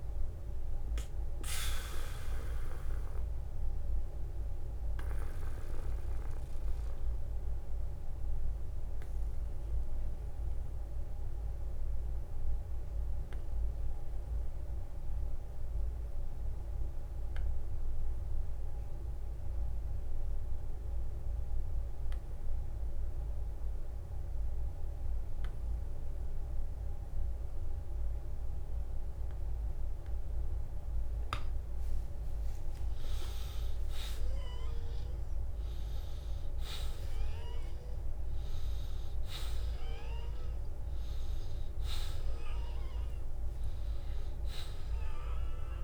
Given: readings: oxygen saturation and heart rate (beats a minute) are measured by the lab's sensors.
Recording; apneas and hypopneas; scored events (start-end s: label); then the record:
breathing in sleep by a room microphone; 1
0.50-20.50 s: oxygen desaturation (device-marked, oxygen 93% before, 86% lowest, heart rate 61 before, 40 extreme)
0.50-30.50 s: obstructive apnea (oxygen 96% before, 83% lowest, heart rate 61 before, 40 extreme, up 17 after)
32.50-38.50 s: arousal
44.50-45.84 s: oxygen desaturation (device-marked, oxygen 95% before, 83% lowest, heart rate 56 before, 39 extreme)
From the record:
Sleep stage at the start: N2 (light sleep); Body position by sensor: on the back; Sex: male